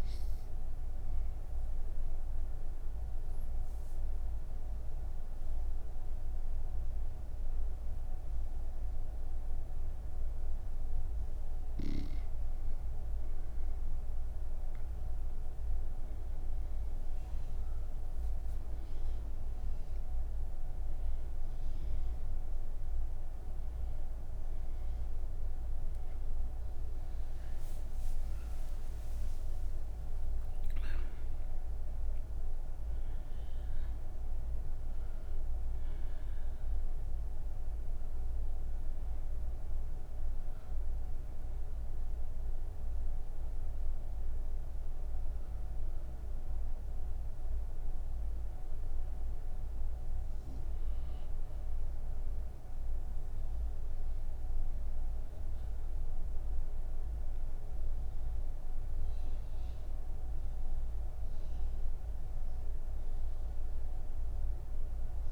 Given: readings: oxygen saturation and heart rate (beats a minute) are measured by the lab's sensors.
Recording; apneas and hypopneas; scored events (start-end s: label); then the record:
breathing in sleep, hard to hear, by a room microphone; none
15.50-34.50 s: oxygen desaturation (device-marked, oxygen 98% before, 95% lowest)
36.50-64.50 s: oxygen desaturation (device-marked, oxygen 97% before, 90% lowest)
From the record:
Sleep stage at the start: N2 (light sleep); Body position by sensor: on the right side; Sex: female